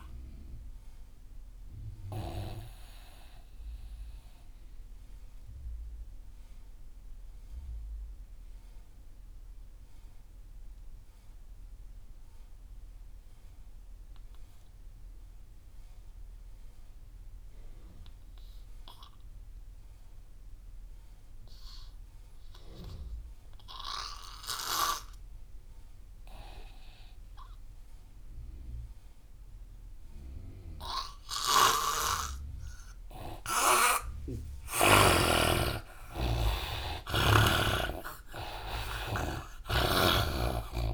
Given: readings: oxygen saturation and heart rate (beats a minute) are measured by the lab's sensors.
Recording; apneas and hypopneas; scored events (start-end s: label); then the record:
breathing in sleep by a room microphone; 1
0.00-13.00 s: oxygen desaturation (device-marked, oxygen 85% lowest)
1.00-35.50 s: obstructive apnea (oxygen 99% before, 81% lowest)
26.00-40.94 s: oxygen desaturation (device-marked, oxygen 99% before, 81% lowest)
31.50-35.50 s: snoring (device-marked)
37.00-40.94 s: arousal
From the record:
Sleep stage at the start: N2 (light sleep); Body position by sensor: on the right side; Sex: male